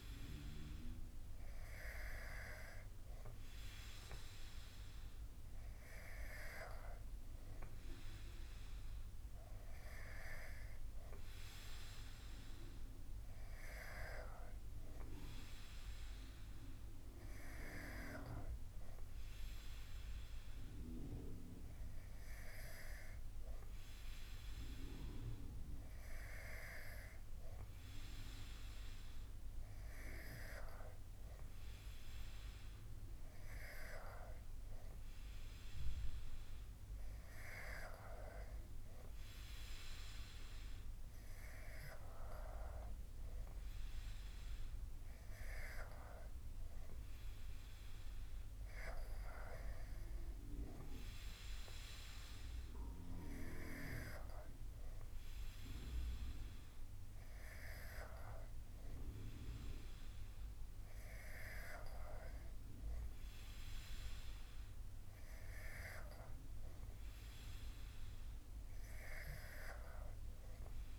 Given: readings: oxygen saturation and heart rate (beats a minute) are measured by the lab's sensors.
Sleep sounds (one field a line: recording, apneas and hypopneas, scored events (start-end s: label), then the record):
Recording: breathing in sleep by a room microphone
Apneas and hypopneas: none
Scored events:
none scored
From the record:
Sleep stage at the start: N2 (light sleep)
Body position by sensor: on the back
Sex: male